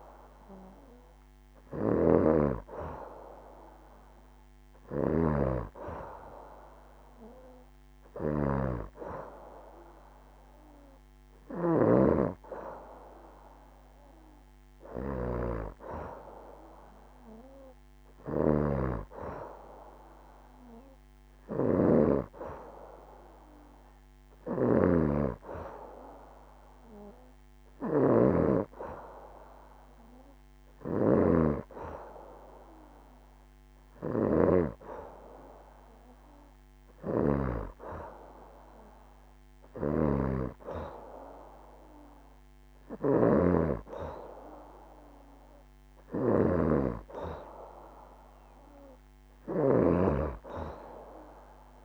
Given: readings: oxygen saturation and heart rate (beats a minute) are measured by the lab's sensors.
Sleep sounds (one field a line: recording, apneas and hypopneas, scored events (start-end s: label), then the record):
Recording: breathing in sleep by a microphone on the trachea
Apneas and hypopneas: none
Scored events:
0.00-37.00 s: snoring (device-marked)
39.00-51.85 s: snoring (device-marked)
From the record:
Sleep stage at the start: N2 (light sleep)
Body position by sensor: on the back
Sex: female